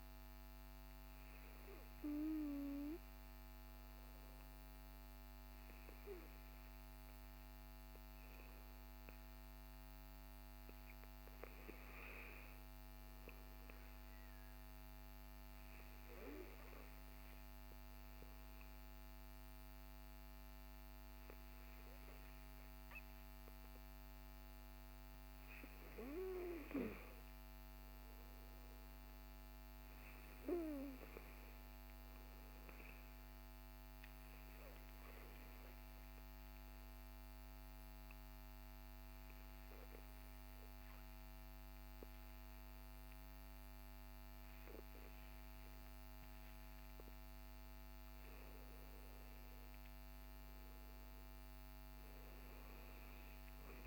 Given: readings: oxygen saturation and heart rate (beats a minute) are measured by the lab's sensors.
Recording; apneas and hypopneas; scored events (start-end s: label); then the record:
breathing in sleep by a microphone on the trachea; 2
15.00-25.00 s: obstructive apnea (oxygen 96% before, 93% lowest, heart rate 58 before, 52 extreme, up 18 after)
27.00-30.00 s: arousal
34.00-46.50 s: obstructive apnea (oxygen 96% before, 93% lowest, heart rate 62 before, 50 extreme, up 9 after)
48.00-52.50 s: arousal
From the record:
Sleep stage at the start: N2 (light sleep); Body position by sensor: on the back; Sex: male